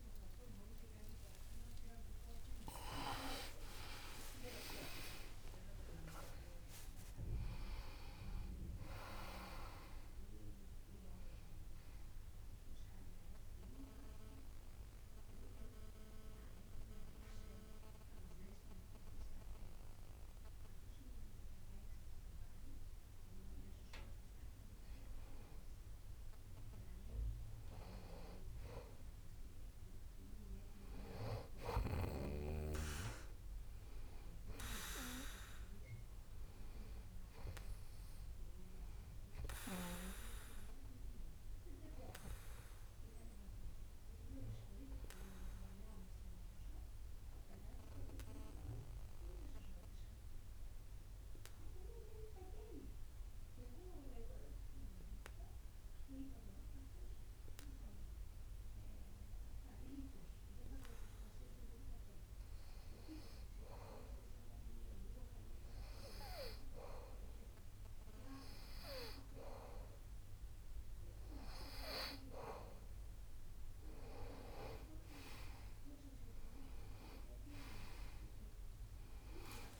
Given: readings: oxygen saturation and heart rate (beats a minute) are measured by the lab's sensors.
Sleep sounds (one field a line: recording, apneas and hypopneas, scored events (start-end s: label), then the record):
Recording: breathing in sleep by a room microphone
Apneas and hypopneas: 2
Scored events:
0.00-3.50 s: arousal
14.50-26.00 s: central apnea (oxygen 95% before, 93% lowest)
30.00-33.50 s: arousal
49.00-63.00 s: obstructive apnea (oxygen 97% before, 92% lowest)
66.00-69.50 s: arousal
From the record:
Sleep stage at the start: N2 (light sleep)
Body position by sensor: on the back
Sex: male